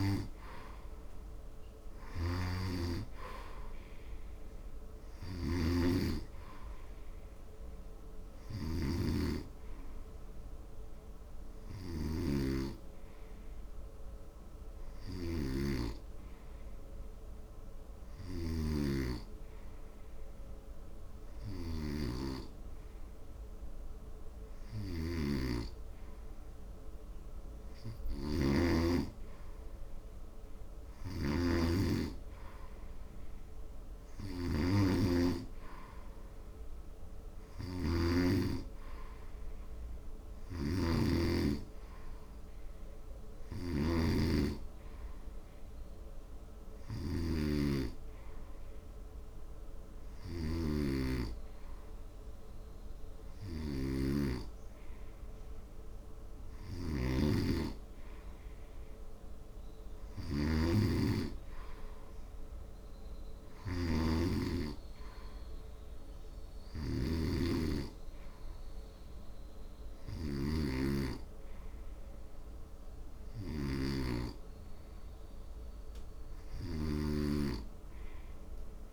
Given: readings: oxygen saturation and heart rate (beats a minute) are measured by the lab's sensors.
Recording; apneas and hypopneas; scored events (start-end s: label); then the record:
breathing in sleep by a room microphone; none
28.00-31.50 s: snoring (device-marked)
40.50-44.00 s: snoring (device-marked)
60.00-64.00 s: snoring (device-marked)
From the record:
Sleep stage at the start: N2 (light sleep); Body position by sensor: on the front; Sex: male